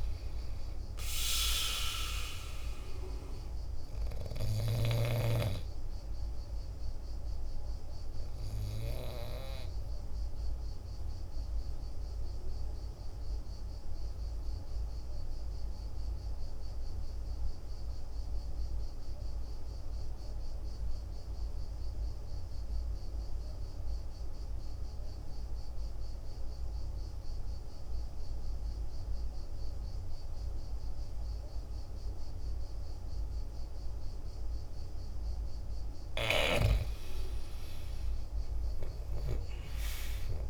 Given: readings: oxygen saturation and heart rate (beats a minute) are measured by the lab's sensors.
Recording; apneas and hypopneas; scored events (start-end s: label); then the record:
breathing in sleep by a room microphone; 1
0.00-21.00 s: oxygen desaturation (device-marked, oxygen 83% lowest, heart rate 49 extreme)
12.50-35.00 s: obstructive apnea (oxygen 96% before, 83% lowest, heart rate 58 before, 50 extreme, up 10 after)
32.00-40.50 s: oxygen desaturation (device-marked, oxygen 99% before, 85% lowest, heart rate 50 before, 50 extreme)
37.00-40.50 s: arousal
From the record:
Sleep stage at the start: N2 (light sleep); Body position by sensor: on the back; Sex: male